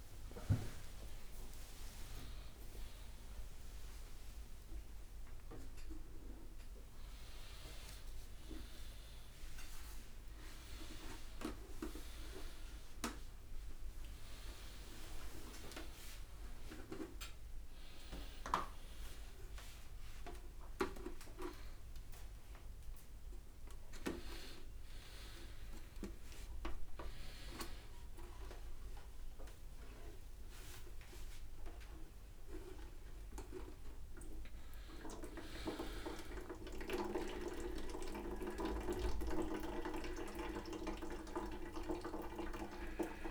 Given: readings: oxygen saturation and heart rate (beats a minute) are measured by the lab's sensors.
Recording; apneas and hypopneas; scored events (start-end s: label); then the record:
a person awake in a sleep study, by a room microphone; none
none scored
From the record:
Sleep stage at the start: awake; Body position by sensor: upright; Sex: male